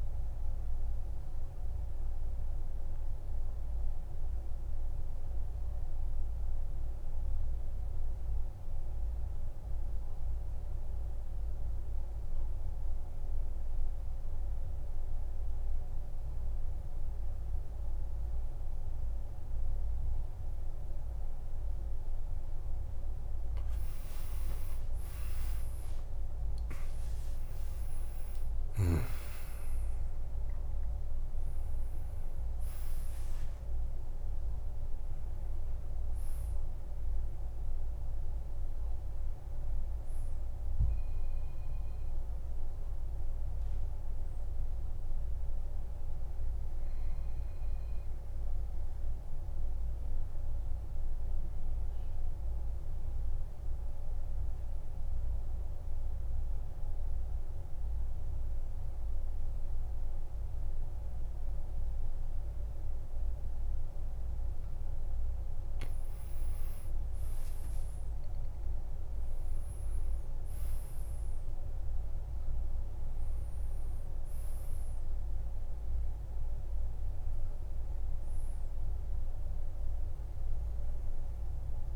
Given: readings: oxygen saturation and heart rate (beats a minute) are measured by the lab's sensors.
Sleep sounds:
breathing in sleep, hard to hear, by a room microphone; 2
0.00-10.50 s: oxygen desaturation (device-marked, oxygen 93% lowest, heart rate 47 extreme)
0.50-22.00 s: obstructive apnea (oxygen 98% before, 89% lowest, heart rate 54 before, 47 extreme, up 21 after)
24.50-52.50 s: oxygen desaturation (device-marked, oxygen 98% before, 89% lowest, heart rate 48 before, 47 extreme)
26.00-31.50 s: arousal
46.50-63.50 s: mixed apnea (oxygen 98% before, 89% lowest, heart rate 57 before, 46 extreme, up 10 after)
66.50-70.00 s: arousal
70.50-81.96 s: oxygen desaturation (device-marked, oxygen 99% before, 92% lowest, heart rate 51 before, 46 extreme)
From the record:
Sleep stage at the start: N2 (light sleep); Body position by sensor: on the back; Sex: male

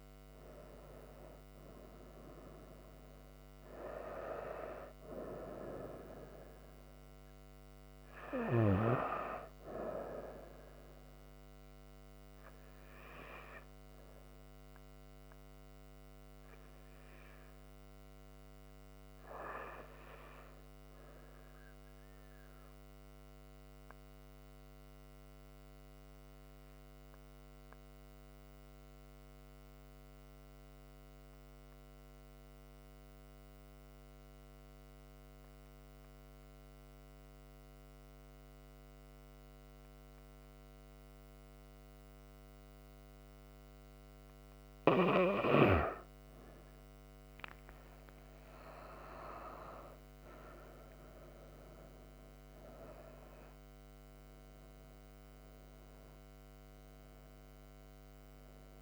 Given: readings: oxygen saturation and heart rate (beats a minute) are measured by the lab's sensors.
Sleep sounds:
breathing in sleep by a microphone on the trachea; 1
0.00-19.00 s: oxygen desaturation (device-marked, oxygen 90% lowest)
21.50-43.50 s: obstructive apnea (oxygen 98% before, 91% lowest)
42.00-58.81 s: oxygen desaturation (device-marked, oxygen 96% before, 91% lowest)
47.00-52.00 s: arousal
From the record:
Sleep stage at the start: N2 (light sleep); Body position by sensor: on the right side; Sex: female

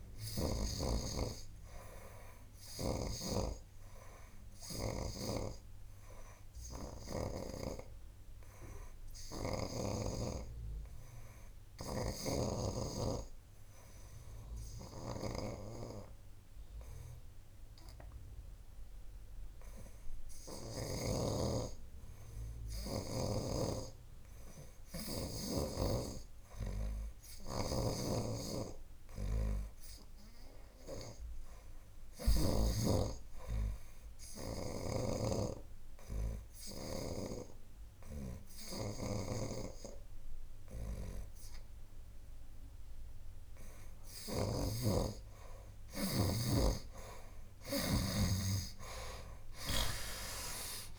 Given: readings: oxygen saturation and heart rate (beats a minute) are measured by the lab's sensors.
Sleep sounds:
breathing in sleep by a room microphone; 1
0.00-18.50 s: oxygen desaturation (device-marked, oxygen 78% lowest, heart rate 61 extreme)
1.00-5.00 s: snoring (device-marked)
7.50-43.00 s: obstructive apnea (oxygen 98% before, 76% lowest, heart rate 66 before, 58 extreme, up 4 after)
12.00-21.00 s: snoring (device-marked)
26.50-50.99 s: oxygen desaturation (device-marked, oxygen 89% before, 78% lowest, heart rate 62 before, 57 extreme)
28.00-32.50 s: snoring (device-marked)
39.50-44.50 s: snoring (device-marked)
48.50-50.99 s: arousal
From the record:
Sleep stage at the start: N2 (light sleep); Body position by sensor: on the right side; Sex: male

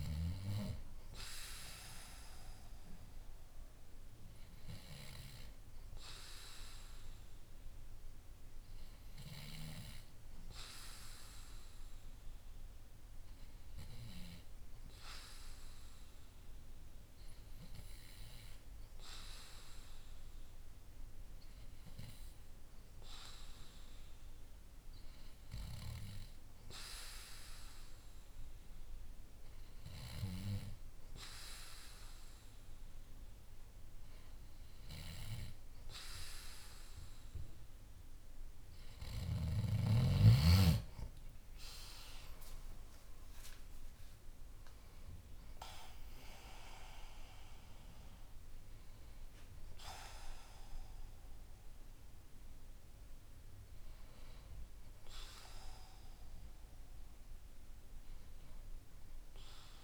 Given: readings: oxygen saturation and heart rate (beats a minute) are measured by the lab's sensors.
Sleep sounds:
breathing in sleep by a room microphone; none
40.00-45.00 s: arousal
From the record:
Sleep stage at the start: N2 (light sleep); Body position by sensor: on the back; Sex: male

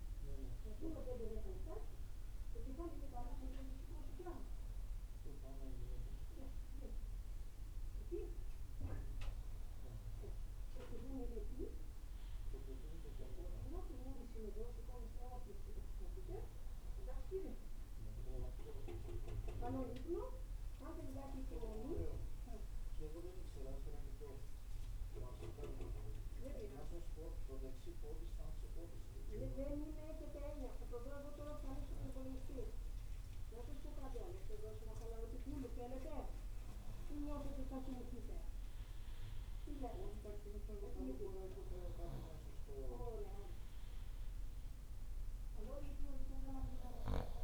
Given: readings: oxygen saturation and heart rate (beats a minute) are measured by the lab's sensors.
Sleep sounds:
breathing in sleep by a room microphone; 1
0.00-11.50 s: oxygen desaturation (device-marked, oxygen 93% lowest, heart rate 63 extreme)
13.50-33.50 s: hypopnea (oxygen 99% before, 92% lowest, heart rate 72 before, 63 extreme, up 9 after)
36.00-40.00 s: arousal
37.50-47.44 s: oxygen desaturation (device-marked, oxygen 98% before, 94% lowest, heart rate 66 before, 67 extreme)
From the record:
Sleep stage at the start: N2 (light sleep); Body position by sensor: on the right side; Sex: male

